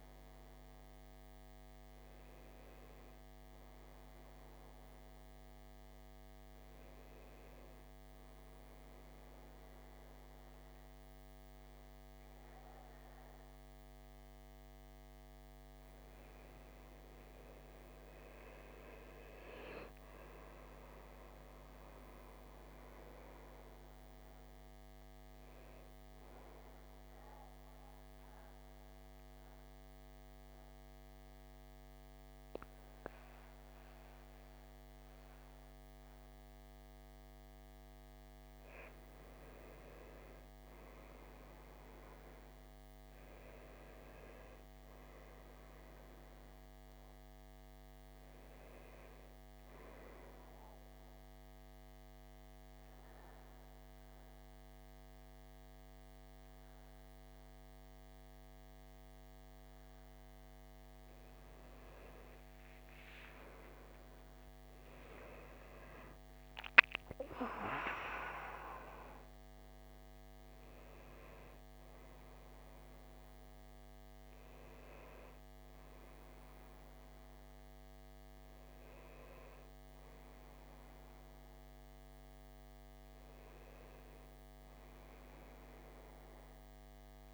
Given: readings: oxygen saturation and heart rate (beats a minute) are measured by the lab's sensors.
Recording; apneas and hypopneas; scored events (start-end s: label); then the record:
breathing in sleep by a microphone on the trachea; 2
0.00-1.00 s: oxygen desaturation (device-marked, oxygen 90% lowest, heart rate 57 extreme)
19.00-87.34 s: new sleep stage, N2 (light sleep)
19.50-23.00 s: arousal
24.00-44.00 s: oxygen desaturation (device-marked, oxygen 95% before, 92% lowest, heart rate 59 before, 53 extreme)
27.00-38.50 s: mixed apnea (oxygen 96% before, 91% lowest, heart rate 59 before, 55 extreme, up 7 after)
41.00-45.50 s: arousal
50.50-61.00 s: obstructive apnea (oxygen 96% before, 91% lowest, heart rate 58 before, 30 extreme, up 3 after)
53.00-66.00 s: oxygen desaturation (device-marked, oxygen 96% before, 91% lowest, heart rate 58 before, 30 extreme)
63.00-67.50 s: arousal
68.00-87.34 s: oxygen desaturation (device-marked, oxygen 96% before, 91% lowest, heart rate 58 before, 55 extreme)
From the record:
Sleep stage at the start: N1 (lightest sleep); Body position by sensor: on the back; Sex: male